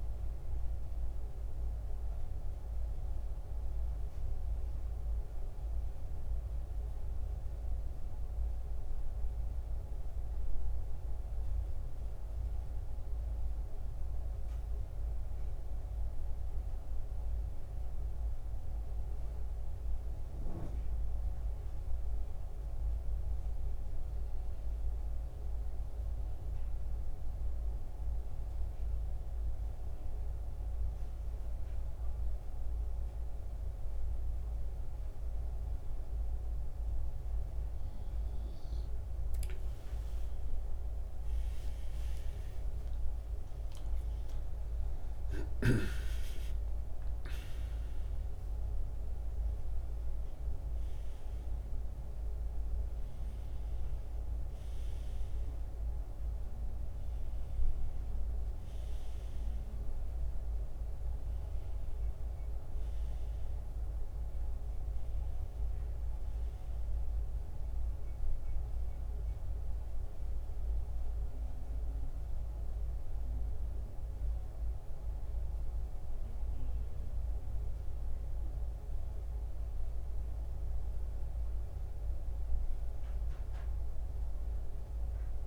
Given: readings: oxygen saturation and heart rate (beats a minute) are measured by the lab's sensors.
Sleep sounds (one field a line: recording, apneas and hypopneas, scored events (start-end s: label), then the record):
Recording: breathing in sleep, hard to hear, by a room microphone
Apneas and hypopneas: 1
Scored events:
15.50-45.50 s: new sleep stage, N2 (light sleep)
19.50-76.50 s: oxygen desaturation (device-marked, oxygen 94% before, 86% lowest, heart rate 70 before, 62 extreme)
23.00-37.50 s: central apnea (oxygen 95% before, 86% lowest, heart rate 69 before, 64 extreme, up 13 after)
40.00-45.00 s: arousal
45.50-75.50 s: new sleep stage, N1 (lightest sleep)
75.50-85.47 s: new sleep stage, N2 (light sleep)
From the record:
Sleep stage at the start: N1 (lightest sleep)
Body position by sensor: on the back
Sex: male